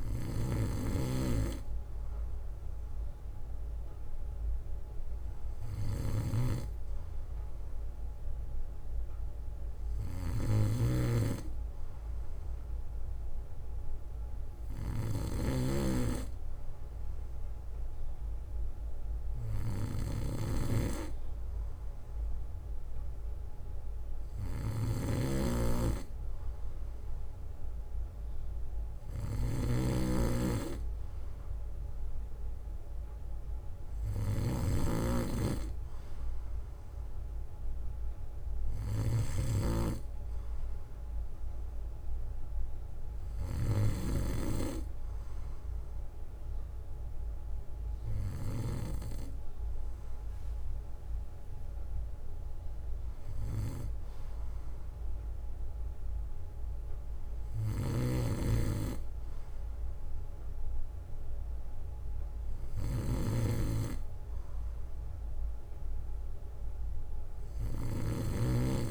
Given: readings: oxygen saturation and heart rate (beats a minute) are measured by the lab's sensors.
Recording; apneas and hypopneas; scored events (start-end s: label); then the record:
breathing in sleep by a room microphone; none
0.00-15.50 s: snoring (device-marked)
7.00-9.00 s: bradycardia (device-marked, heart rate 62 before, 59 extreme)
25.00-44.00 s: snoring (device-marked)
57.50-68.91 s: snoring (device-marked)
64.00-66.00 s: bradycardia (device-marked, heart rate 62 before, 63 extreme)
From the record:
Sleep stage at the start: N2 (light sleep); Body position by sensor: on the back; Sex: male